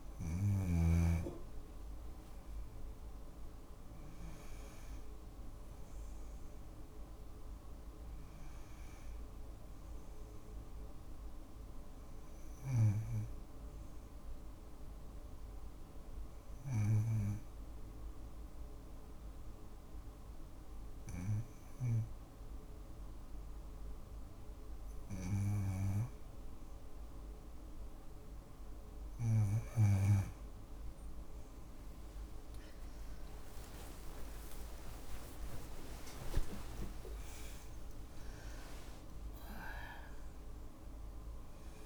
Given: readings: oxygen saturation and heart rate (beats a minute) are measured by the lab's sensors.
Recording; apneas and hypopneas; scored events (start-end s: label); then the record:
breathing in sleep by a room microphone; 1
2.00-7.50 s: arousal
14.50-24.50 s: hypopnea (oxygen 95% before, 93% lowest, heart rate 57 before, 55 extreme, up 7 after)
30.50-36.00 s: arousal
31.50-38.50 s: tachycardia (device-marked, heart rate 61 before, 161 extreme)
37.50-41.86 s: new sleep stage, N1 (lightest sleep)
From the record:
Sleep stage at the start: N2 (light sleep); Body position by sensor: on the back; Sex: female